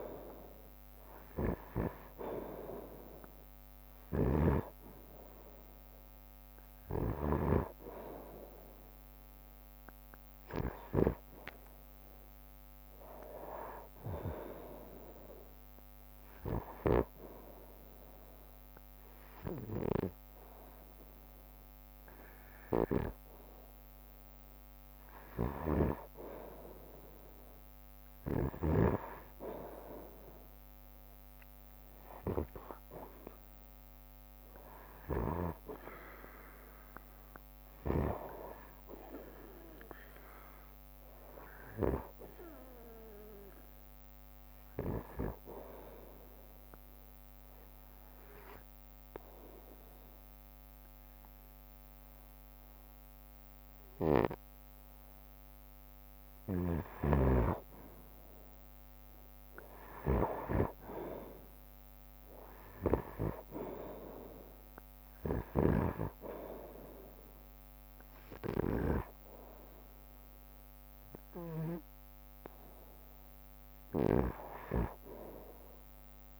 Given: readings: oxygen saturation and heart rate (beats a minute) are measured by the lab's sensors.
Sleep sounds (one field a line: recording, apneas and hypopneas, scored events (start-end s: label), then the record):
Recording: breathing in sleep by a microphone on the trachea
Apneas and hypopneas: 2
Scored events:
0.00-12.50 s: drop in pulse transit time (device-marked, heart rate 61 extreme)
4.00-7.50 s: snoring (device-marked)
11.00-15.00 s: arousal
11.50-13.50 s: long interval between heartbeats (device-marked, heart rate 64 before, 70 extreme)
12.50-28.50 s: oxygen desaturation (device-marked, oxygen 94% before, 91% lowest, heart rate 64 before, 54 extreme)
16.50-26.50 s: obstructive apnea (oxygen 96% before, 90% lowest, heart rate 66 before, 55 extreme, up 0 after)
27.50-34.50 s: bradycardia (device-marked, heart rate 63 before, 55 extreme)
30.00-33.50 s: arousal
32.50-47.50 s: drop in pulse transit time (device-marked, heart rate 63 before, 55 extreme)
46.00-56.50 s: obstructive apnea (oxygen 96% before, 90% lowest, heart rate 60 before, 54 extreme, up 11 after)
46.50-52.50 s: bradycardia (device-marked, heart rate 63 before, 54 extreme)
61.00-64.50 s: arousal
61.50-72.50 s: drop in pulse transit time (device-marked, heart rate 60 before, 64 extreme)
69.50-76.40 s: oxygen desaturation (device-marked, oxygen 95% before, 90% lowest, heart rate 61 before, 62 extreme)
From the record:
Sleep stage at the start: N2 (light sleep)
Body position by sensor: on the right side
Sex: male